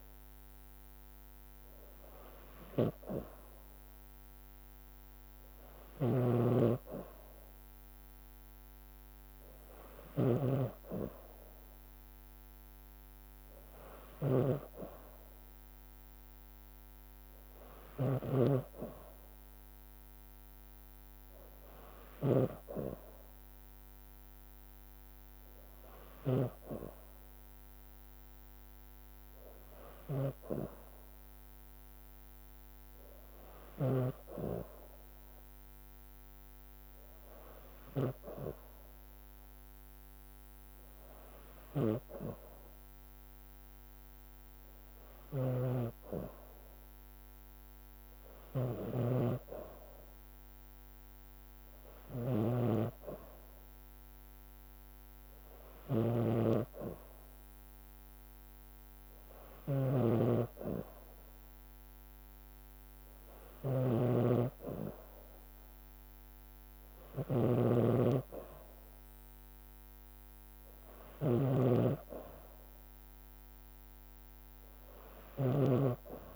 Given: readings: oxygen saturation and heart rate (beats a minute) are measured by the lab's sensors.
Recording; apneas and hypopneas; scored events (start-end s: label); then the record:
breathing in sleep by a microphone on the trachea; none
6.00-34.00 s: snoring (device-marked)
41.50-76.36 s: snoring (device-marked)
From the record:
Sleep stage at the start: N2 (light sleep); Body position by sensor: on the back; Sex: female